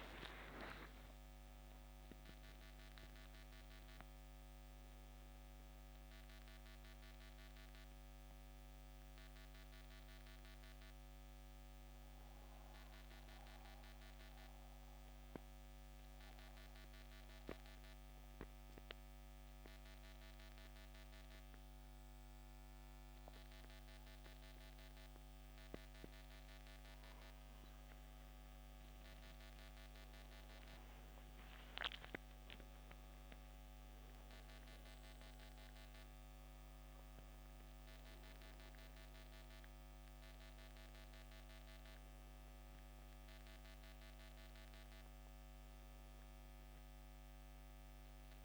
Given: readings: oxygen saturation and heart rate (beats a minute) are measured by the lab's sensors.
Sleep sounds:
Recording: breathing in sleep, hard to hear, by a microphone on the trachea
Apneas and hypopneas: 1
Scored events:
0.00-14.50 s: oxygen desaturation (device-marked, oxygen 90% lowest, heart rate 64 extreme)
11.50-27.50 s: mixed apnea (oxygen 95% before, 88% lowest, heart rate 76 before, 64 extreme, up 18 after)
29.00-34.00 s: arousal
33.50-48.45 s: oxygen desaturation (device-marked, oxygen 94% before, 88% lowest, heart rate 69 before, 64 extreme)
From the record:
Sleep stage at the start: N2 (light sleep)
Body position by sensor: on the back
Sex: male

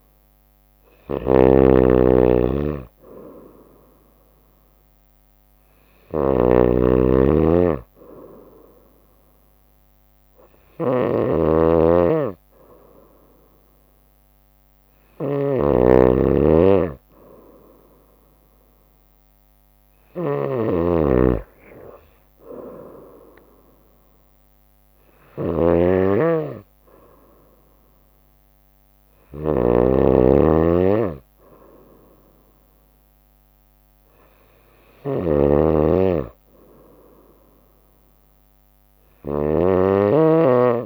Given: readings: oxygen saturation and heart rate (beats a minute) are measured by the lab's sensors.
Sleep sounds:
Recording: breathing in sleep by a microphone on the trachea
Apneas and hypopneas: none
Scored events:
0.00-40.86 s: snoring (device-marked)
From the record:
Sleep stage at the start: N2 (light sleep)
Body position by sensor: on the right side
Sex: female

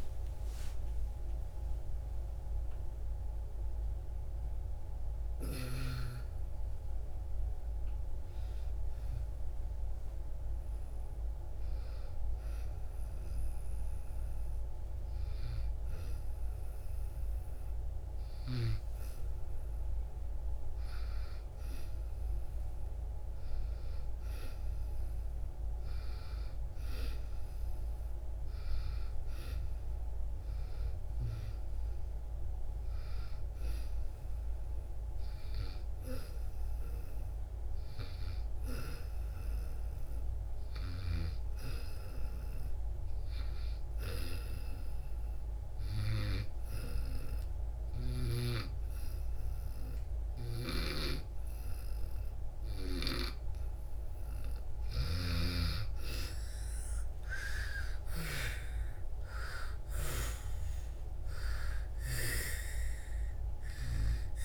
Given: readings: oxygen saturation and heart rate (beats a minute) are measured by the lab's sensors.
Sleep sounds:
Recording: breathing in sleep by a room microphone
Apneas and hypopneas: 2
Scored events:
0.00-18.00 s: oxygen desaturation (device-marked, oxygen 78% lowest)
12.00-22.50 s: hypopnea (oxygen 87% before, 80% lowest)
17.00-64.44 s: new sleep stage, N2 (light sleep)
25.00-29.00 s: arousal
30.00-40.00 s: oxygen desaturation (device-marked, oxygen 98% before, 92% lowest)
34.00-54.00 s: hypopnea (oxygen 98% before, 82% lowest)
48.00-64.44 s: oxygen desaturation (device-marked, oxygen 94% before, 85% lowest)
56.50-61.00 s: arousal
From the record:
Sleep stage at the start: N1 (lightest sleep)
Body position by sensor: on the back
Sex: female

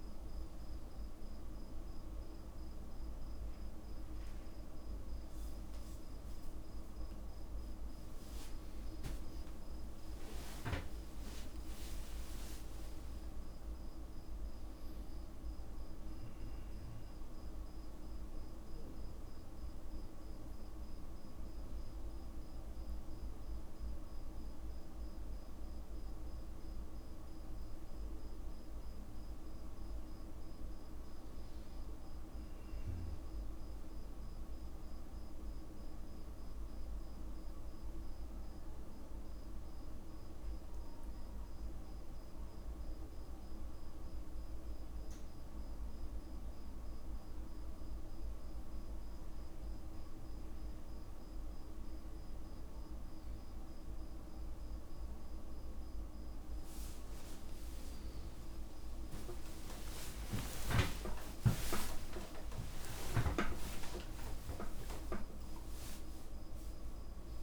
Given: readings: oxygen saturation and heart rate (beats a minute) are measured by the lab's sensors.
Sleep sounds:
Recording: breathing in sleep by a room microphone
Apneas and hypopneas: none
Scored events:
9.50-13.50 s: tachycardia (device-marked, heart rate 58 before, 101 extreme)
9.50-14.00 s: arousal
12.50-14.50 s: long interval between heartbeats (device-marked, heart rate 63 before, 101 extreme)
58.50-66.50 s: tachycardia (device-marked, heart rate 59 before, 145 extreme)
60.00-62.00 s: long interval between heartbeats (device-marked, heart rate 55 before, 75 extreme)
63.00-65.00 s: long interval between heartbeats (device-marked, heart rate 61 before, 134 extreme)
From the record:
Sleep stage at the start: N2 (light sleep)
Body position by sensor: on the back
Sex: male

